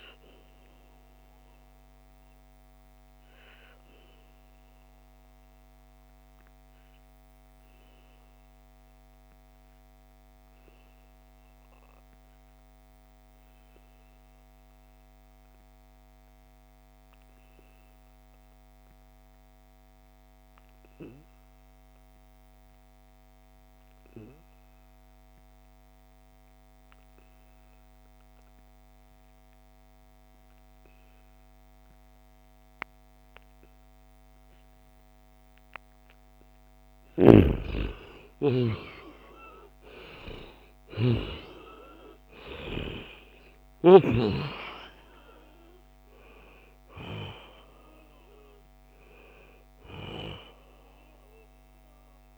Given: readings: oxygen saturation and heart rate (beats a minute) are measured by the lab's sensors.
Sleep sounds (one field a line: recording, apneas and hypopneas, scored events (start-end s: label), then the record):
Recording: breathing in sleep by a microphone on the trachea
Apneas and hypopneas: 1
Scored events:
0.00-10.50 s: oxygen desaturation (device-marked, oxygen 86% lowest, heart rate 63 extreme)
1.00-35.00 s: obstructive apnea (oxygen 94% before, 86% lowest, heart rate 79 before, 63 extreme, up 11 after)
28.50-52.38 s: oxygen desaturation (device-marked, oxygen 97% before, 86% lowest, heart rate 69 before, 64 extreme)
36.50-41.00 s: snoring (device-marked)
37.00-41.00 s: arousal
From the record:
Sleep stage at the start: N2 (light sleep)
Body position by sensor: on the back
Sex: male